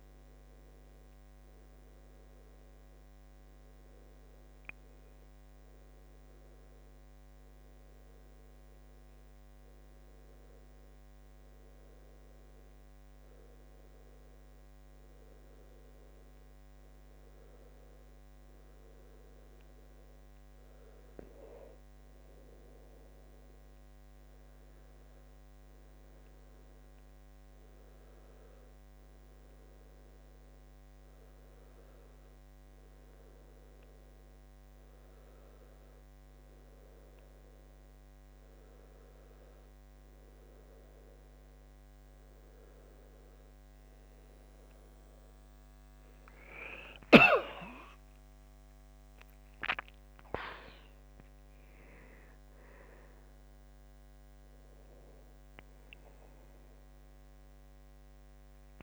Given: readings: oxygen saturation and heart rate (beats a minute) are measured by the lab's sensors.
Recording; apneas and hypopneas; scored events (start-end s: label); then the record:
breathing in sleep by a microphone on the trachea; none
45.50-48.50 s: arousal
48.50-50.50 s: long interval between heartbeats (device-marked, heart rate 71 before, 71 extreme)
From the record:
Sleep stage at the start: N2 (light sleep); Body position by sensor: on the back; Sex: male